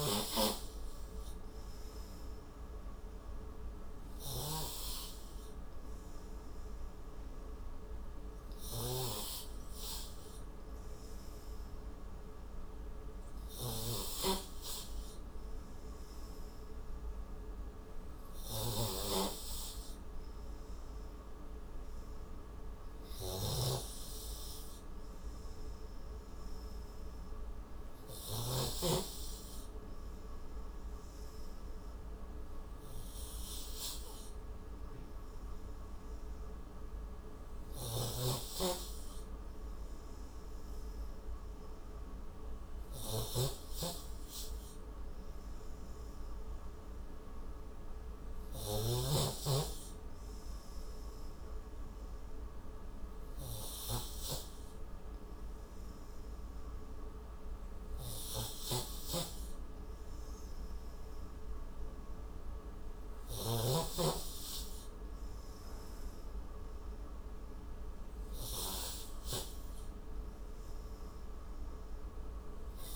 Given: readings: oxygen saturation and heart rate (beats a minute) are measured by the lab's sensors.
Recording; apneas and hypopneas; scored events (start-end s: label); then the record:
breathing in sleep by a room microphone; 1
7.00-22.00 s: oxygen desaturation (device-marked, oxygen 93% before, 88% lowest, heart rate 72 before, 31 extreme)
23.00-29.00 s: snoring (device-marked)
24.00-30.00 s: oxygen desaturation (device-marked, oxygen 94% before, 91% lowest, heart rate 84 before, 31 extreme)
26.00-30.00 s: arousal
33.00-46.50 s: hypopnea (oxygen 94% before, 90% lowest, heart rate 74 before, 31 extreme, up 11 after)
38.50-49.50 s: snoring (device-marked)
48.50-51.50 s: arousal
59.00-64.00 s: snoring (device-marked)
70.00-72.95 s: new sleep stage, N3 (deep sleep)
From the record:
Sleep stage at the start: N2 (light sleep); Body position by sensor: on the right side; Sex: male